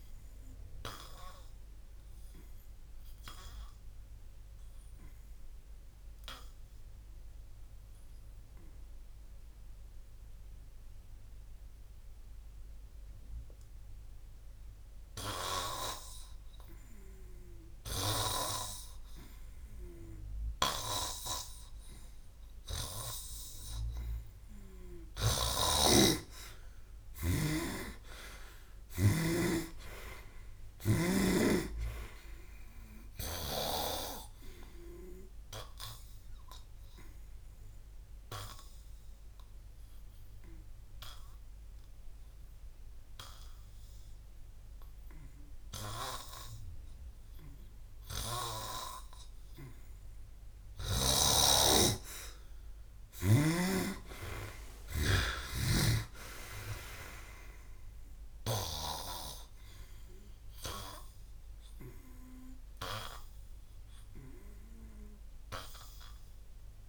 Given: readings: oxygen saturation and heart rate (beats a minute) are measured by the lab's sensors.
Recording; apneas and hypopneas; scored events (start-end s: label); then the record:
breathing in sleep by a room microphone; 2
5.50-18.00 s: obstructive apnea (oxygen 95% before, 91% lowest, heart rate 71 before, 55 extreme, up 2 after)
21.00-25.50 s: arousal
25.00-29.00 s: snoring (device-marked)
32.50-49.50 s: oxygen desaturation (device-marked, oxygen 98% before, 91% lowest, heart rate 61 before, 55 extreme)
39.00-49.00 s: obstructive apnea (oxygen 98% before, 91% lowest, heart rate 65 before, 55 extreme, up 21 after)
51.50-56.50 s: arousal
From the record:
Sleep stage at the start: N2 (light sleep); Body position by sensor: on the back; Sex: male